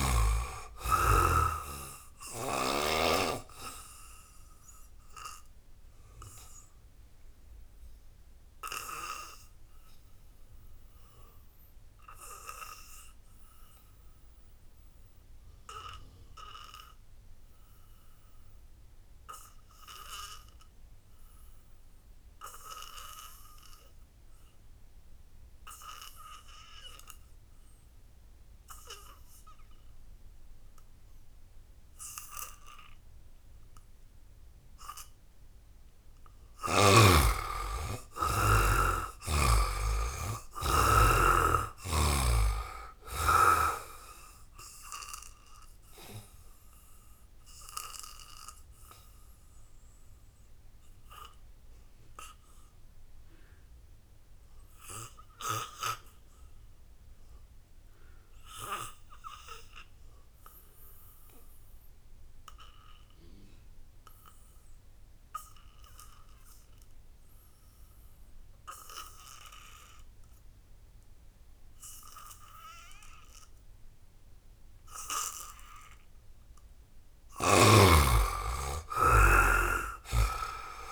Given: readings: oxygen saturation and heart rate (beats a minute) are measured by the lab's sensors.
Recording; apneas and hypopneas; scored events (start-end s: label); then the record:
breathing in sleep by a room microphone; 2
0.00-3.00 s: snoring (device-marked)
0.00-18.50 s: oxygen desaturation (device-marked, oxygen 71% lowest, heart rate 60 extreme)
5.00-34.50 s: obstructive apnea (oxygen 97% before, 71% lowest, heart rate 69 before, 64 extreme, up 10 after)
20.50-56.50 s: oxygen desaturation (device-marked, oxygen 98% before, 73% lowest, heart rate 78 before, 57 extreme)
35.50-39.50 s: arousal
46.00-76.50 s: obstructive apnea (oxygen 98% before, 72% lowest, heart rate 70 before, 57 extreme, up 15 after)
63.50-80.92 s: oxygen desaturation (device-marked, oxygen 98% before, 72% lowest, heart rate 79 before, 57 extreme)
79.00-80.92 s: arousal
From the record:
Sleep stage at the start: N2 (light sleep); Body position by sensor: on the back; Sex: male